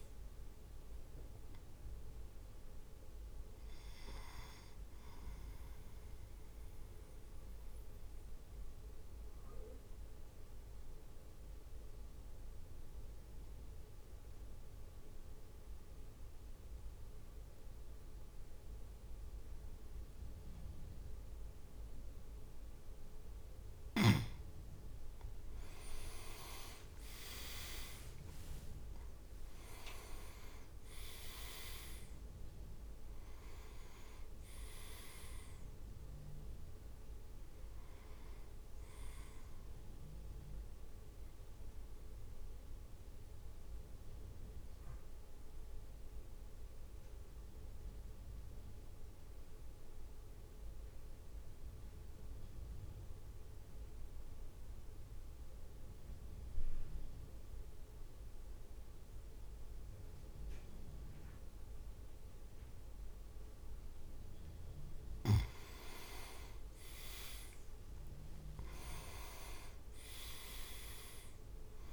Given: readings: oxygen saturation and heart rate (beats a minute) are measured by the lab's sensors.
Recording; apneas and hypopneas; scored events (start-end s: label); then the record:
breathing in sleep by a room microphone; 2
0.00-1.00 s: arousal
6.50-22.50 s: mixed apnea (oxygen 100% before, 95% lowest, heart rate 57 before, 53 extreme, up 7 after)
25.50-30.00 s: arousal
26.00-29.50 s: leg movement (device-marked)
27.50-40.50 s: drop in pulse transit time (device-marked, heart rate 55 before, 59 extreme)
41.00-65.00 s: mixed apnea (oxygen 99% before, 95% lowest, heart rate 60 before, 50 extreme, up 6 after)
67.00-68.50 s: leg movement (device-marked)
67.00-71.93 s: arousal
67.50-71.93 s: oxygen desaturation (device-marked, oxygen 100% before, 95% lowest, heart rate 55 before, 50 extreme)
68.50-71.93 s: drop in pulse transit time (device-marked, heart rate 55 before, 53 extreme)
From the record:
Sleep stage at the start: N2 (light sleep); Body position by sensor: on the back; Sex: male